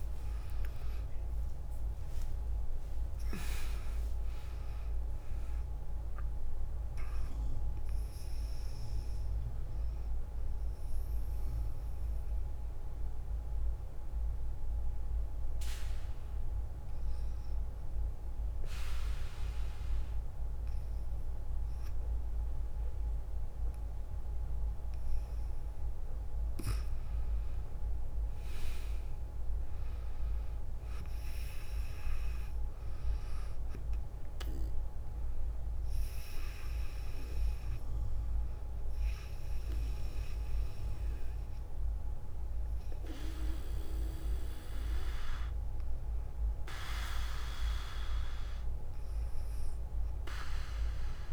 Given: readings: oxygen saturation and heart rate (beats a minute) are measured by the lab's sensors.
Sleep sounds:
a person partly awake in a sleep study, by a room microphone; 1
0.00-5.00 s: tachycardia (device-marked, heart rate 127 extreme)
2.50-4.50 s: long interval between heartbeats (device-marked, heart rate 108 before, 109 extreme)
13.00-51.33 s: new sleep stage, N2 (light sleep)
16.50-26.50 s: obstructive apnea (oxygen 99% before, 87% lowest, heart rate 101 before, 59 extreme, up 7 after)
28.50-32.50 s: arousal
31.00-48.00 s: oxygen desaturation (device-marked, oxygen 99% before, 94% lowest, heart rate 61 before, 61 extreme)
From the record:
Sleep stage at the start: awake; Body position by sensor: on the back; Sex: female

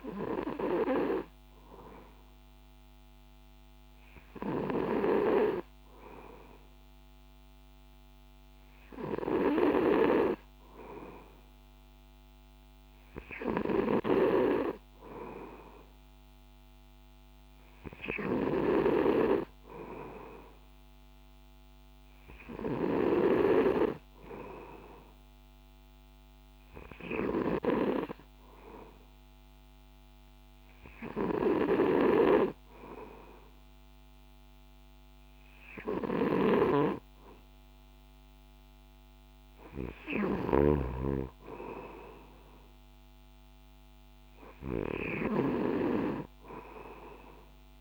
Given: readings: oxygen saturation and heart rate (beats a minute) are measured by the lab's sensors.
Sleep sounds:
breathing in sleep by a microphone on the trachea; none
36.00-45.50 s: snoring (device-marked)
From the record:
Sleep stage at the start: N2 (light sleep); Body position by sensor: on the back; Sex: male

